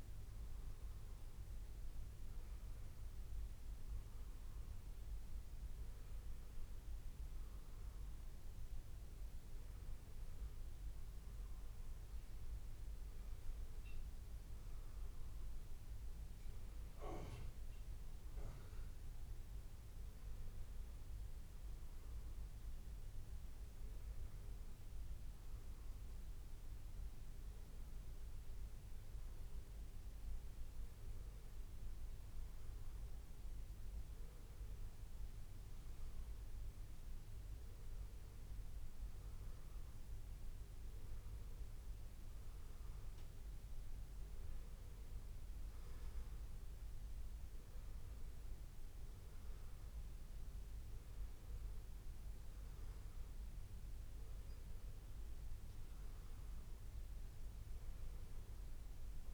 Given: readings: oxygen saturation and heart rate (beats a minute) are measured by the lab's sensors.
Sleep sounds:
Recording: breathing in sleep, hard to hear, by a room microphone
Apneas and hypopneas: none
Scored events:
none scored
From the record:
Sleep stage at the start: N2 (light sleep)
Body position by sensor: on the back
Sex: male

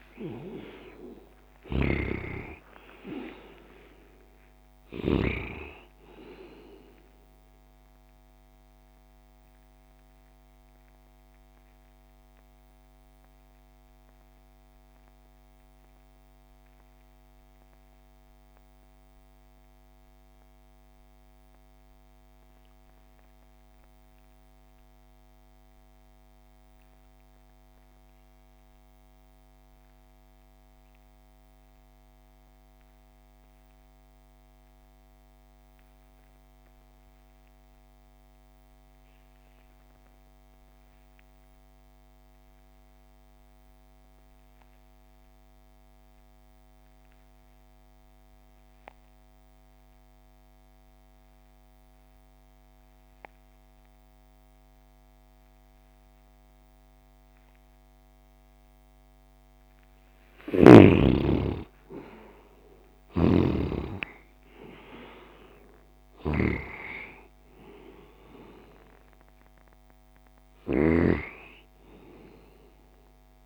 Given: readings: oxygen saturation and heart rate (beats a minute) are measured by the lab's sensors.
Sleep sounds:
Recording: breathing in sleep by a microphone on the trachea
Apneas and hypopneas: 1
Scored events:
0.00-3.00 s: arousal
0.00-25.00 s: oxygen desaturation (device-marked, oxygen 73% lowest)
1.00-5.00 s: snoring (device-marked)
9.50-59.00 s: mixed apnea (oxygen 95% before, 70% lowest)
39.00-73.46 s: oxygen desaturation (device-marked, oxygen 98% before, 70% lowest)
60.50-63.50 s: arousal
62.50-70.50 s: snoring (device-marked)
From the record:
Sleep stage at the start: REM sleep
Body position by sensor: on the left side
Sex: male

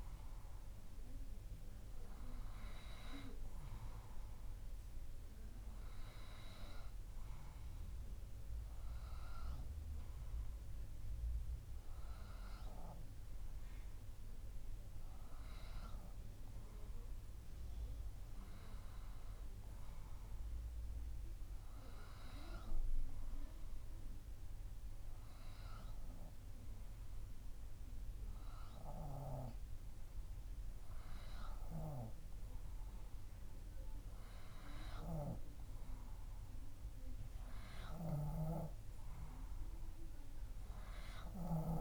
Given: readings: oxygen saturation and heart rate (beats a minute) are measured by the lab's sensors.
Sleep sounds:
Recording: breathing in sleep by a room microphone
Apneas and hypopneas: none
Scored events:
none scored
From the record:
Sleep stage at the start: N2 (light sleep)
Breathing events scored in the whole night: 339 in 6.8 hours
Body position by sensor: on the back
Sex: male

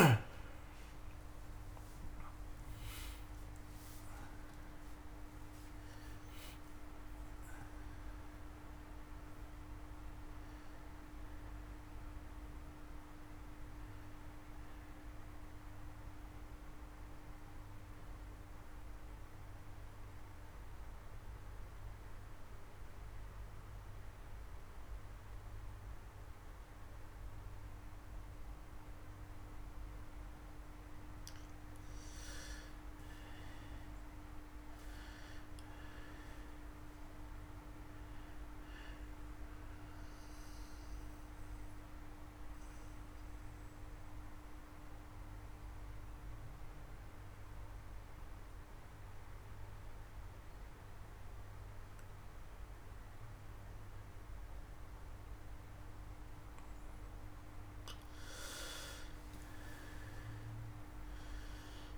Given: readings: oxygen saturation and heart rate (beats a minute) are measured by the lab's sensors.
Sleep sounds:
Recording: breathing in sleep, hard to hear, by a room microphone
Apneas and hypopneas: 2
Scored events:
0.00-19.00 s: oxygen desaturation (device-marked, oxygen 84% lowest)
18.00-30.00 s: mixed apnea (oxygen 98% before, 87% lowest)
32.00-36.50 s: arousal
37.00-50.00 s: oxygen desaturation (device-marked, oxygen 99% before, 89% lowest)
40.00-56.50 s: mixed apnea (oxygen 100% before, 87% lowest)
58.00-61.98 s: oxygen desaturation (device-marked, oxygen 98% before, 87% lowest)
60.50-61.98 s: arousal
From the record:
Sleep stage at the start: N2 (light sleep)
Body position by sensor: on the back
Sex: male

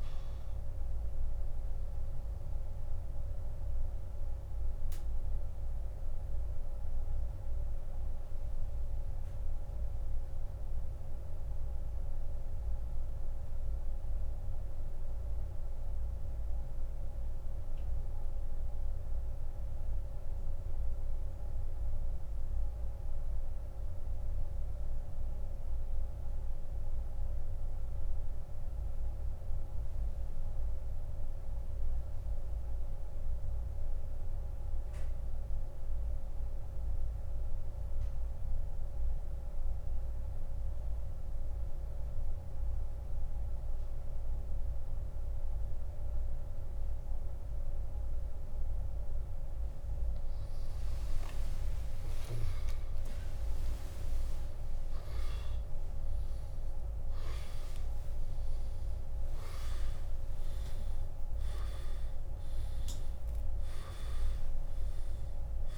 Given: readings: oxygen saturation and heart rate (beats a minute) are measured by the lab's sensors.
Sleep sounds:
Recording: breathing in sleep, hard to hear, by a room microphone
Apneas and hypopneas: 1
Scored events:
2.00-48.50 s: mixed apnea (oxygen 98% before, 84% lowest, heart rate 59 before, 50 extreme, up 23 after)
19.50-25.50 s: oxygen desaturation (device-marked, oxygen 95% before, 92% lowest, heart rate 63 before, 60 extreme)
27.50-39.50 s: oxygen desaturation (device-marked, oxygen 95% before, 87% lowest, heart rate 65 before, 60 extreme)
57.50-63.00 s: arousal
From the record:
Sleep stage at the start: N2 (light sleep)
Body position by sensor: on the back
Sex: male

